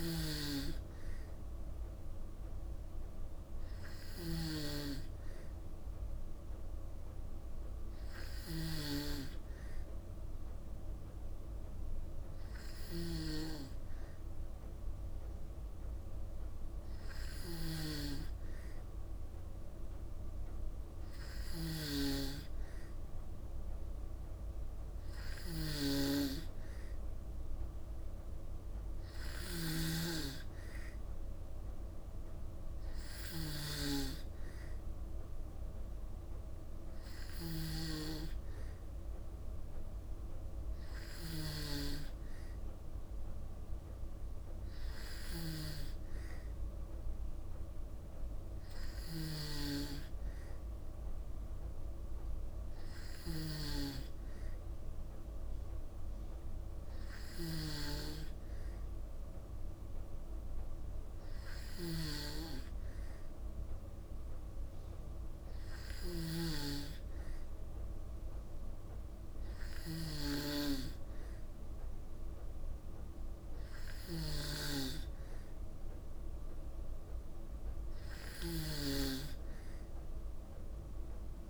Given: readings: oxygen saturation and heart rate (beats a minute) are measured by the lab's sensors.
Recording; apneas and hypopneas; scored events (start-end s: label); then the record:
breathing in sleep by a room microphone; none
0.00-29.50 s: snoring (device-marked)
37.00-53.00 s: snoring (device-marked)
61.00-69.50 s: snoring (device-marked)
78.00-81.50 s: snoring (device-marked)
From the record:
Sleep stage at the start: N2 (light sleep); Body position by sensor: on the back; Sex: female